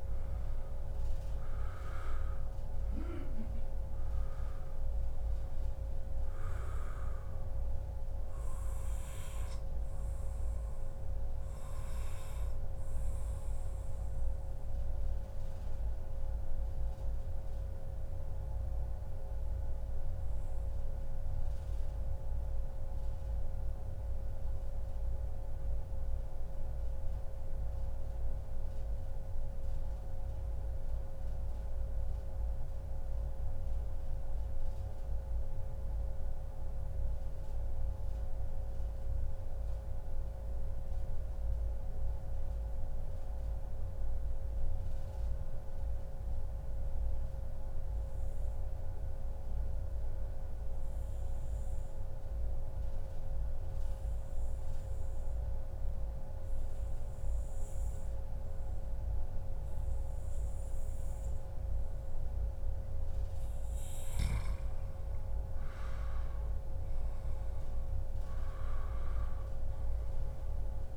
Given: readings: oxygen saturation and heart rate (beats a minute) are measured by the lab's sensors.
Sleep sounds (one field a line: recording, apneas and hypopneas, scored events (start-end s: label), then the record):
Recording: breathing in sleep, hard to hear, by a room microphone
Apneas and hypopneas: 1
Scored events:
0.00-17.50 s: oxygen desaturation (device-marked, oxygen 90% lowest, heart rate 88 extreme)
13.50-15.50 s: long interval between heartbeats (device-marked, heart rate 134 before, 107 extreme)
14.50-61.00 s: mixed apnea (oxygen 96% before, 90% lowest, heart rate 135 before, 93 extreme, up 18 after)
15.50-17.50 s: long interval between heartbeats (device-marked, heart rate 135 before, 88 extreme)
35.50-37.50 s: long interval between heartbeats (device-marked, heart rate 119 before, 101 extreme)
37.50-39.50 s: long interval between heartbeats (device-marked, heart rate 120 before, 102 extreme)
40.50-42.50 s: long interval between heartbeats (device-marked, heart rate 122 before, 108 extreme)
57.50-70.97 s: oxygen desaturation (device-marked, oxygen 97% before, 90% lowest, heart rate 105 before, 89 extreme)
61.50-63.50 s: long interval between heartbeats (device-marked, heart rate 107 before, 117 extreme)
65.50-69.50 s: arousal
From the record:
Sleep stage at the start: N2 (light sleep)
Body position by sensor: on the back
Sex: male